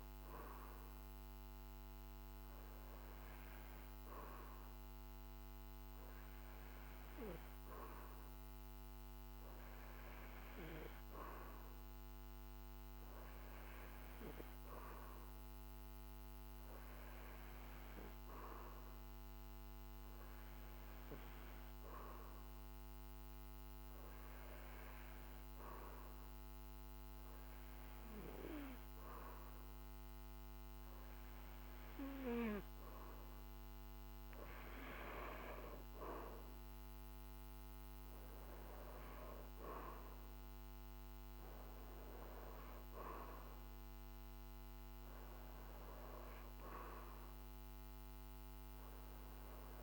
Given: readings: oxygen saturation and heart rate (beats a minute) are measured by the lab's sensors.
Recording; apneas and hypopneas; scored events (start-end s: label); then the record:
breathing in sleep by a microphone on the trachea; none
none scored
From the record:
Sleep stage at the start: N2 (light sleep); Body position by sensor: on the back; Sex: male